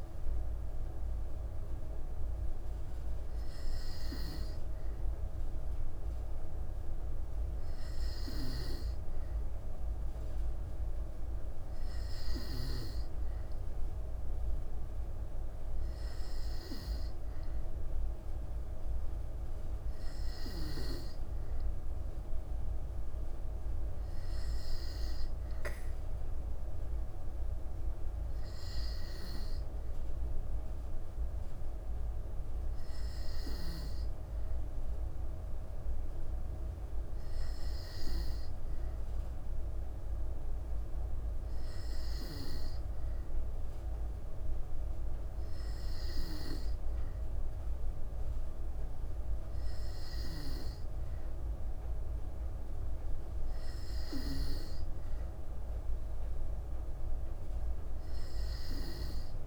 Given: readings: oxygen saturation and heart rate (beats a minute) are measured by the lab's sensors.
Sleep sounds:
breathing in sleep by a room microphone; none
none scored
From the record:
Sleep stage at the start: N2 (light sleep); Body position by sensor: on the back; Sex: female

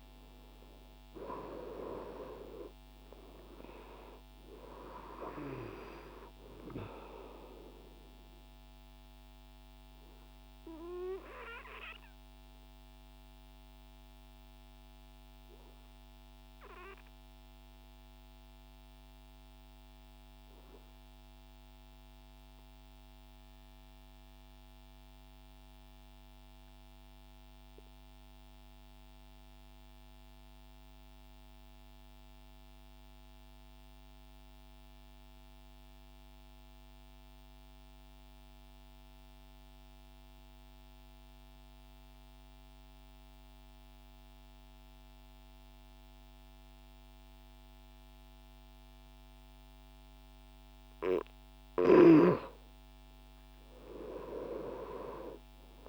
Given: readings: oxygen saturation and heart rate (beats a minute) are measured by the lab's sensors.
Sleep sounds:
breathing in sleep by a microphone on the trachea; 1
0.00-19.50 s: oxygen desaturation (device-marked, oxygen 93% lowest)
8.00-51.00 s: obstructive apnea (oxygen 97% before, 93% lowest)
44.50-55.89 s: oxygen desaturation (device-marked, oxygen 98% before, 93% lowest)
From the record:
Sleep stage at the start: N2 (light sleep); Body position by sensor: on the right side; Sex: male

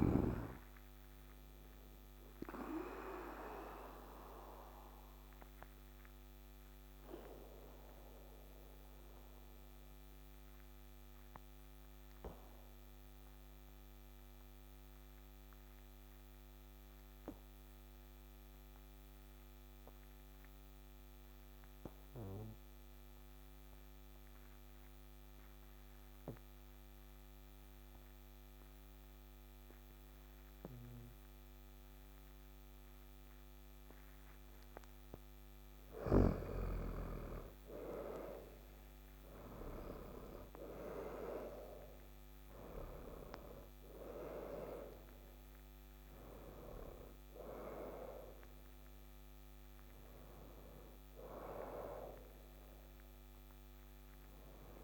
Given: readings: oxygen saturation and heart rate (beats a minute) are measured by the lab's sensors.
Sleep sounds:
breathing in sleep by a microphone on the trachea; 1
0.00-10.00 s: oxygen desaturation (device-marked, oxygen 91% lowest, heart rate 53 extreme)
2.00-35.00 s: obstructive apnea (oxygen 100% before, 86% lowest, heart rate 58 before, 53 extreme, up 11 after)
26.00-54.84 s: oxygen desaturation (device-marked, oxygen 99% before, 86% lowest, heart rate 54 before, 54 extreme)
37.00-41.50 s: arousal
From the record:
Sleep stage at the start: N2 (light sleep); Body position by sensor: on the back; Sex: male

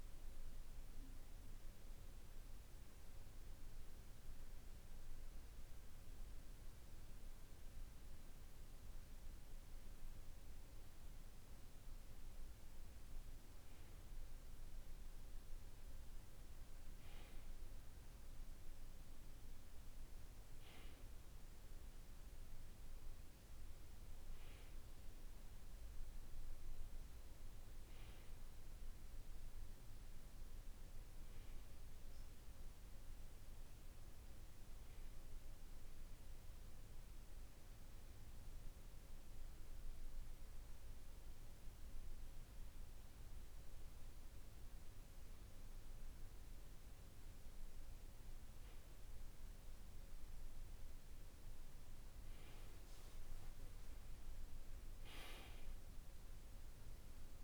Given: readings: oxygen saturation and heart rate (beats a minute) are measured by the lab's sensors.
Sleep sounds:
breathing in sleep, hard to hear, by a room microphone; 2
1.50-13.50 s: hypopnea (oxygen 97% before, 92% lowest, heart rate 49 before, 48 extreme, up 2 after)
16.00-19.50 s: arousal
36.00-49.50 s: hypopnea (oxygen 95% before, 92% lowest, heart rate 49 before, 48 extreme, up 14 after)
53.00-57.44 s: arousal
From the record:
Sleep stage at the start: N2 (light sleep); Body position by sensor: on the back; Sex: male

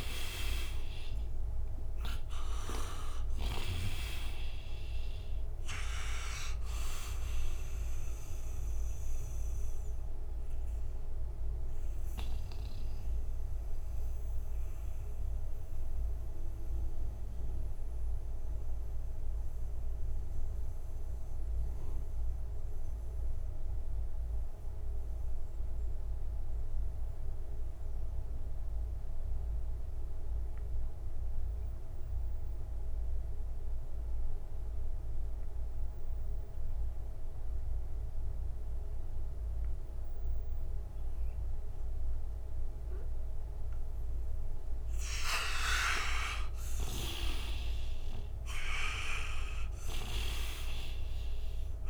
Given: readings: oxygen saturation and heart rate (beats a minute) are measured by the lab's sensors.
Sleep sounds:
breathing in sleep by a room microphone; 1
0.00-27.50 s: oxygen desaturation (device-marked, oxygen 79% lowest, heart rate 38 extreme)
8.00-43.50 s: mixed apnea (oxygen 96% before, 79% lowest, heart rate 54 before, 37 extreme, up 2 after)
45.00-51.00 s: arousal
46.50-50.00 s: snoring (device-marked)
47.50-51.90 s: oxygen desaturation (device-marked, oxygen 98% before, 82% lowest, heart rate 61 before, 37 extreme)
From the record:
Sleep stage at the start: N2 (light sleep); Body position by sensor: on the right side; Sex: male

